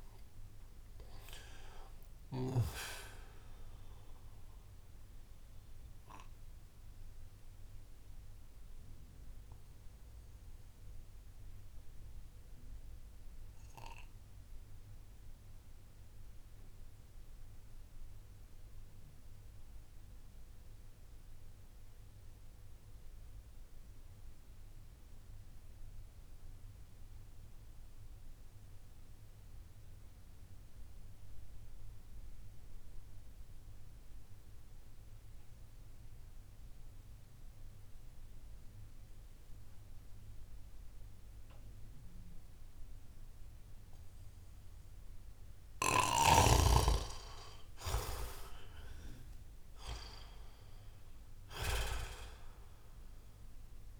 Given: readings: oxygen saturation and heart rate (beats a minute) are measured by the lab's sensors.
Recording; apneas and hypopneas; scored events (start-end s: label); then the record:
breathing in sleep by a room microphone; 1
0.00-2.00 s: arousal
0.00-25.00 s: oxygen desaturation (device-marked, oxygen 86% lowest)
4.50-46.00 s: obstructive apnea (oxygen 97% before, 86% lowest)
43.00-54.00 s: oxygen desaturation (device-marked, oxygen 97% before, 87% lowest)
46.50-50.50 s: arousal
From the record:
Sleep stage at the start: N2 (light sleep); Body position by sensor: on the back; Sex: male